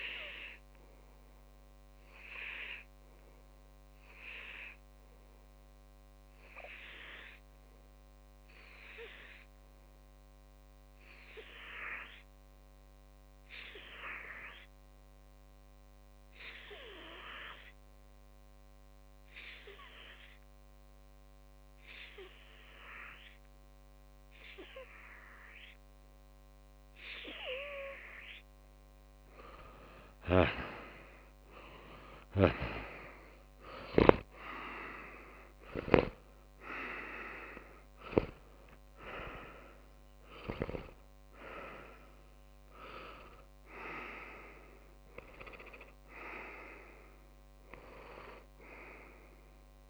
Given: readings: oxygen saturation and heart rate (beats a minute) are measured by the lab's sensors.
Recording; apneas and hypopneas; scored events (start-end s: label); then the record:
breathing in sleep by a microphone on the trachea; 1
0.50-28.50 s: obstructive apnea (oxygen 96% before, 94% lowest)
28.50-44.50 s: oxygen desaturation (device-marked, oxygen 99% before, 95% lowest)
31.00-35.00 s: arousal
From the record:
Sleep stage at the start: N2 (light sleep); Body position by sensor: on the back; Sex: male